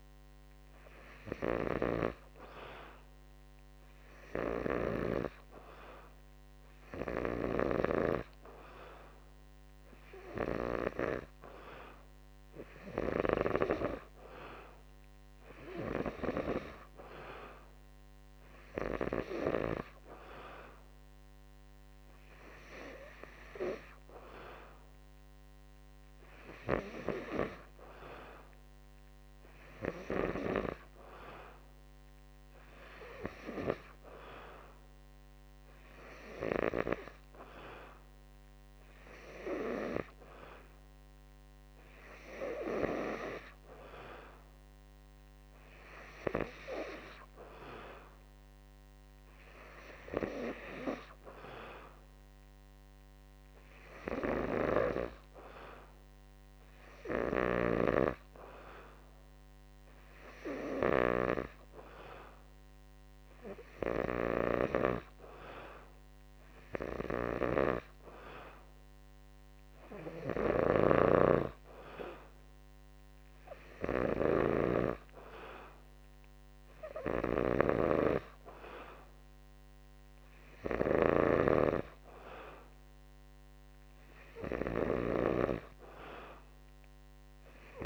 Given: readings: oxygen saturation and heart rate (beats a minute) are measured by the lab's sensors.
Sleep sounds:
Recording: breathing in sleep by a microphone on the trachea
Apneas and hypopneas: none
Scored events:
none scored
From the record:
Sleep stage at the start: N2 (light sleep)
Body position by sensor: on the back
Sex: male

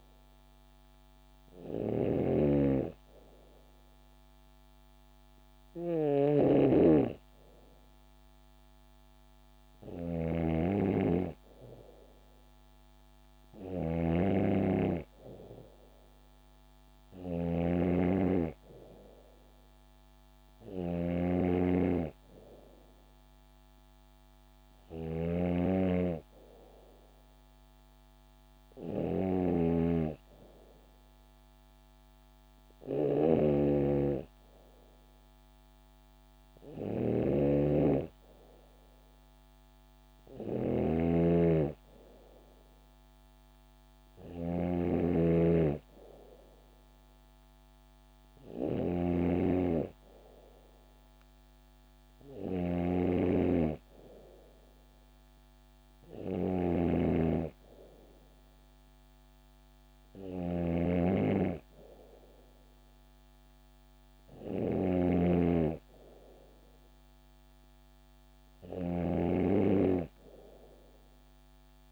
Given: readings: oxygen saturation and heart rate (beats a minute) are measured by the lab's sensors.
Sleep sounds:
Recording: breathing in sleep by a microphone on the trachea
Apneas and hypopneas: none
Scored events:
0.00-71.91 s: snoring (device-marked)
58.00-62.00 s: bradycardia (device-marked, heart rate 69 before, 57 extreme)
From the record:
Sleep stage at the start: N2 (light sleep)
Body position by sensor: on the back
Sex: female

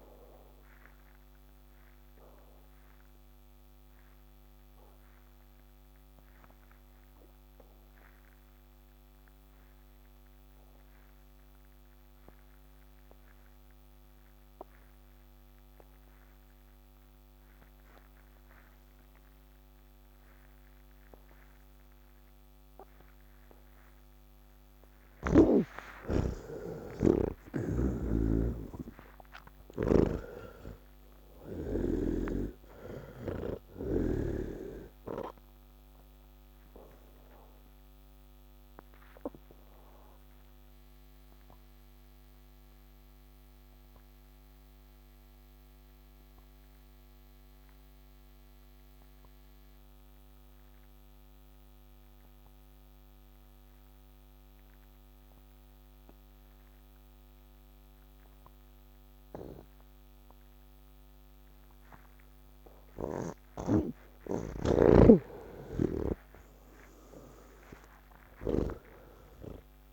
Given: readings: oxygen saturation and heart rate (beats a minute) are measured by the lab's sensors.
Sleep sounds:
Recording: breathing in sleep by a microphone on the trachea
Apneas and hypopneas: 2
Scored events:
0.00-13.50 s: oxygen desaturation (device-marked, oxygen 80% lowest, heart rate 51 extreme)
2.50-24.00 s: obstructive apnea (oxygen 98% before, 80% lowest, heart rate 94 before, 80 extreme)
25.50-50.50 s: oxygen desaturation (device-marked, oxygen 98% before, 81% lowest, heart rate 113 before, 47 extreme)
28.00-32.50 s: snoring (device-marked)
34.50-69.93 s: new sleep stage, N3 (deep sleep)
39.00-63.00 s: obstructive apnea (oxygen 98% before, 81% lowest, heart rate 135 before, 47 extreme, up 24 after)
57.50-69.93 s: oxygen desaturation (device-marked, oxygen 98% before, 82% lowest, heart rate 108 before, 47 extreme)
68.50-69.93 s: snoring (device-marked)
From the record:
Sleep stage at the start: N1 (lightest sleep)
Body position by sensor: on the back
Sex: male

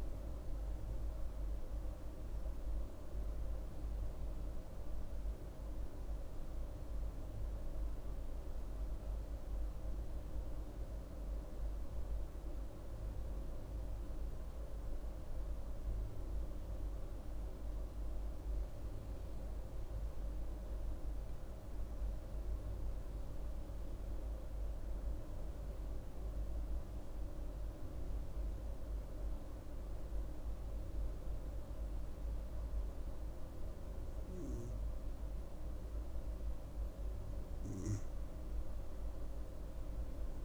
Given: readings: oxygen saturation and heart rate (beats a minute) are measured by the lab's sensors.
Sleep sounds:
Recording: breathing in sleep, hard to hear, by a room microphone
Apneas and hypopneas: 1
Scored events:
15.00-36.00 s: central apnea (oxygen 95% before, 90% lowest)
36.50-40.45 s: oxygen desaturation (device-marked, oxygen 97% before, 90% lowest)
From the record:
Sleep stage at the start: N2 (light sleep)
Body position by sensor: on the right side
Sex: female

